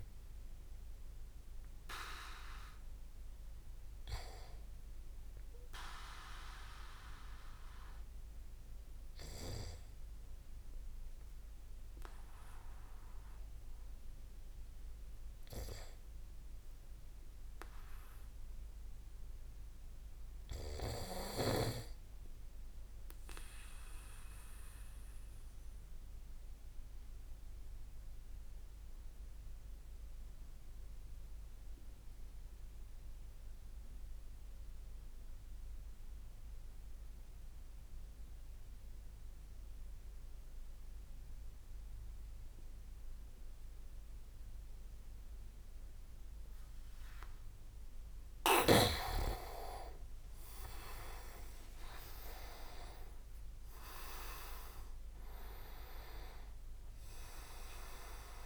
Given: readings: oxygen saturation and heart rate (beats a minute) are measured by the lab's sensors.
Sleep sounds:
breathing in sleep by a room microphone; 1
6.50-46.50 s: obstructive apnea (oxygen 95% before, 87% lowest)
44.50-58.45 s: oxygen desaturation (device-marked, oxygen 96% before, 87% lowest)
50.00-51.50 s: leg movement (device-marked)
50.50-55.00 s: arousal
From the record:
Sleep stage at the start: N2 (light sleep); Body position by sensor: on the back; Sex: male

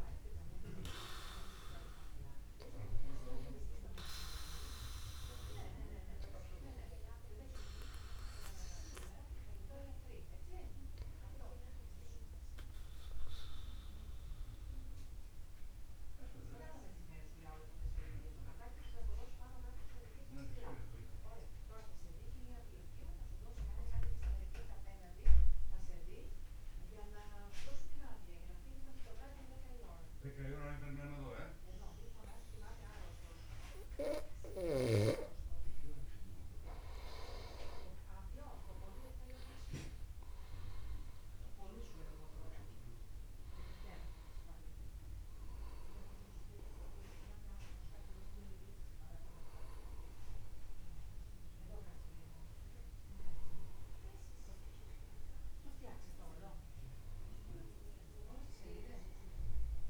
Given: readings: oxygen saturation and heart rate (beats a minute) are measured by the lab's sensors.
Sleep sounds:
breathing in sleep by a room microphone; 1
12.50-35.00 s: obstructive apnea (oxygen 97% before, 93% lowest, heart rate 57 before, 50 extreme, up 26 after)
30.50-32.50 s: long interval between heartbeats (device-marked, heart rate 51 before, 59 extreme)
34.00-36.00 s: long interval between heartbeats (device-marked, heart rate 52 before, 67 extreme)
36.50-38.50 s: long interval between heartbeats (device-marked, heart rate 54 before, 68 extreme)
39.50-45.00 s: arousal
From the record:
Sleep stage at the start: N2 (light sleep); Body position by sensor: upright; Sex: male

